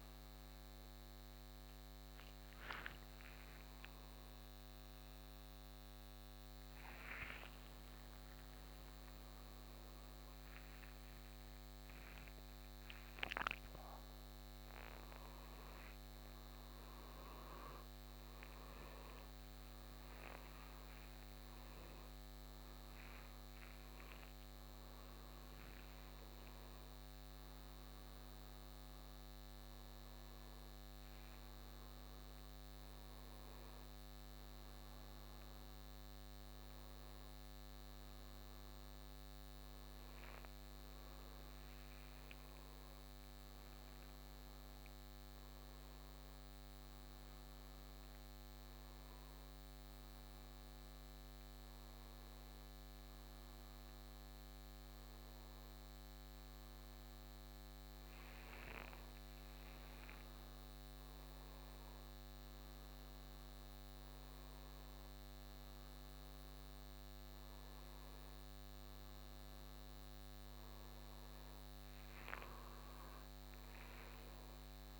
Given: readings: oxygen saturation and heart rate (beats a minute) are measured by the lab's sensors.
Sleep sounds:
a person awake in a sleep study, hard to hear, by a microphone on the trachea; none
none scored
From the record:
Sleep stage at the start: awake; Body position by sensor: on the right side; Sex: male

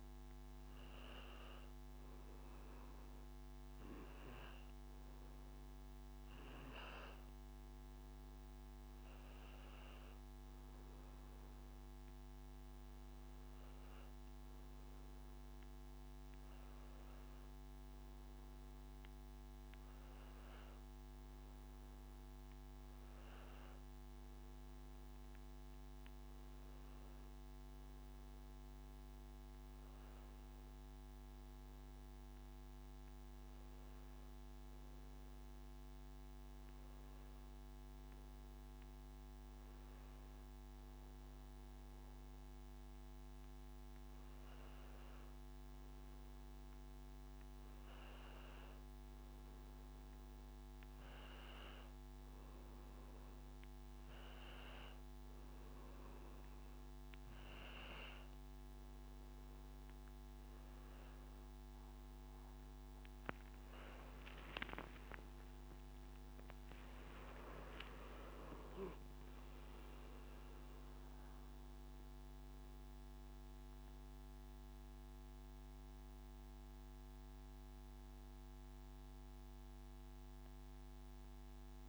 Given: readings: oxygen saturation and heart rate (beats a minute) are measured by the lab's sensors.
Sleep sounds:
breathing in sleep, hard to hear, by a microphone on the trachea; none
64.00-68.50 s: arousal
From the record:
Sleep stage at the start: N2 (light sleep); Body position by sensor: on the back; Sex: male

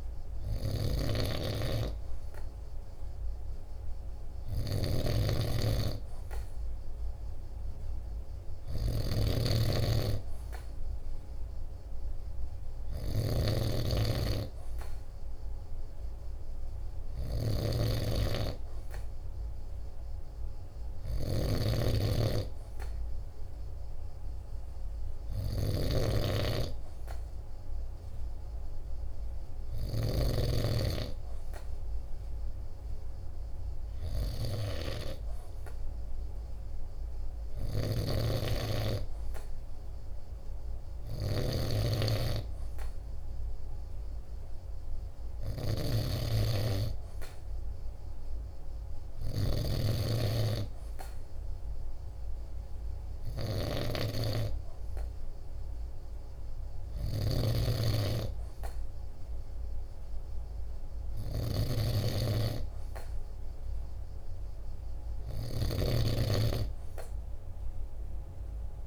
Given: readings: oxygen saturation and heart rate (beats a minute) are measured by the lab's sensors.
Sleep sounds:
breathing in sleep by a room microphone; none
0.00-68.87 s: snoring (device-marked)
From the record:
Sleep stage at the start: N2 (light sleep); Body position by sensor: on the right side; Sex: male

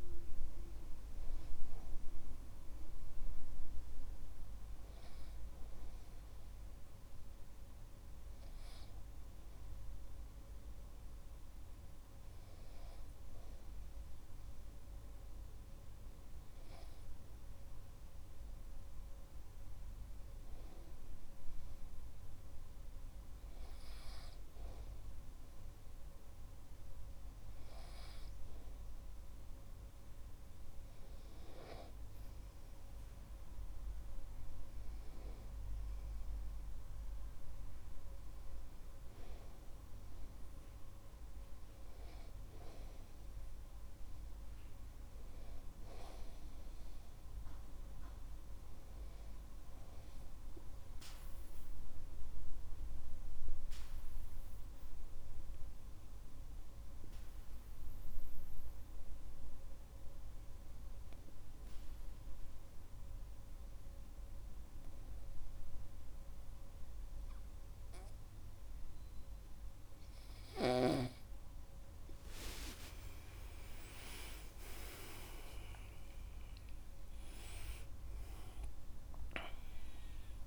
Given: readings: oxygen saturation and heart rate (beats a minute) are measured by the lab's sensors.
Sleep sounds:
breathing in sleep by a room microphone; 2
8.00-29.00 s: hypopnea (oxygen 97% before, 94% lowest)
31.00-35.00 s: arousal
50.00-71.00 s: obstructive apnea (oxygen 98% before, 93% lowest)
72.50-76.50 s: arousal
73.00-80.47 s: new sleep stage, N1 (lightest sleep)
78.00-80.47 s: oxygen desaturation (device-marked, oxygen 98% before, 94% lowest)
From the record:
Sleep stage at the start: N2 (light sleep); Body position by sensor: on the back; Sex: male

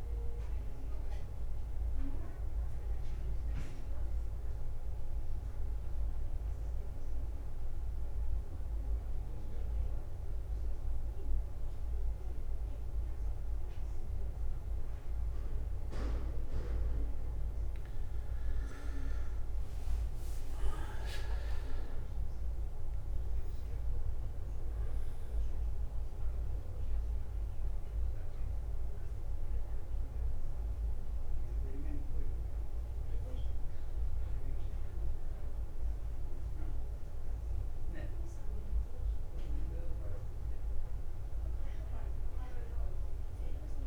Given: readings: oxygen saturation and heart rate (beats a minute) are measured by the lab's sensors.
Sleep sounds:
breathing in sleep, hard to hear, by a room microphone; 1
0.00-3.00 s: arousal
0.00-43.87 s: bradycardia (device-marked, heart rate 52 extreme)
8.00-18.50 s: obstructive apnea (oxygen 99% before, 93% lowest, heart rate 55 before, 53 extreme, up 6 after)
17.00-33.00 s: oxygen desaturation (device-marked, oxygen 98% before, 94% lowest, heart rate 53 before, 52 extreme)
19.50-23.50 s: arousal
42.50-43.87 s: arousal
From the record:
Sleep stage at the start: N2 (light sleep); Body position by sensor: on the back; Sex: male

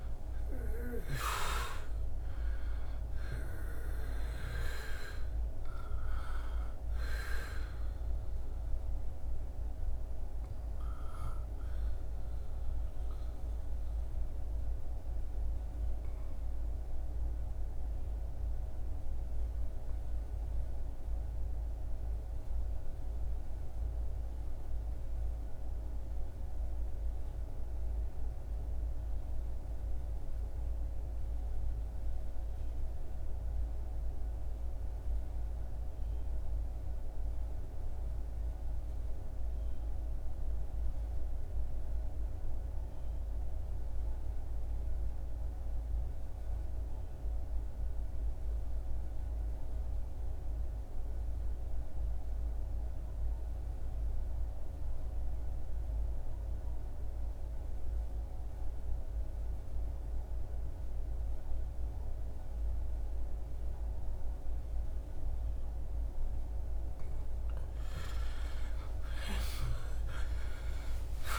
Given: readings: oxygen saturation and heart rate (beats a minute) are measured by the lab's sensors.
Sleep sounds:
breathing in sleep by a room microphone; 1
0.00-1.00 s: arousal
0.00-22.00 s: oxygen desaturation (device-marked, oxygen 82% lowest, heart rate 67 extreme)
10.00-65.50 s: obstructive apnea (oxygen 96% before, 71% lowest, heart rate 76 before, 66 extreme, up 20 after)
37.00-71.38 s: oxygen desaturation (device-marked, oxygen 99% before, 71% lowest, heart rate 79 before, 66 extreme)
64.00-71.38 s: new sleep stage, N2 (light sleep)
67.00-71.38 s: arousal
From the record:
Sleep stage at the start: REM sleep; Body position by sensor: on the back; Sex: male

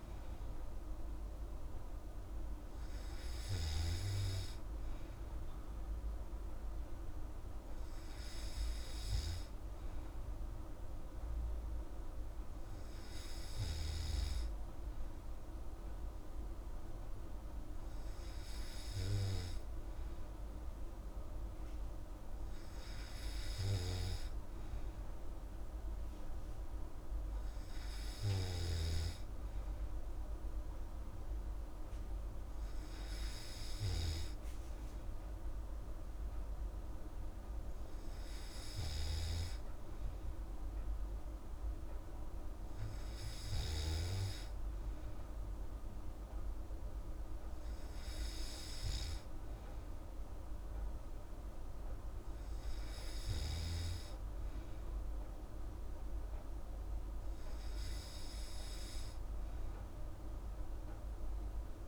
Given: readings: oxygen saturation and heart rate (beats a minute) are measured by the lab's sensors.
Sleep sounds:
breathing in sleep, hard to hear, by a room microphone; none
none scored
From the record:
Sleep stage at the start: N3 (deep sleep); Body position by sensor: on the back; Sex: female

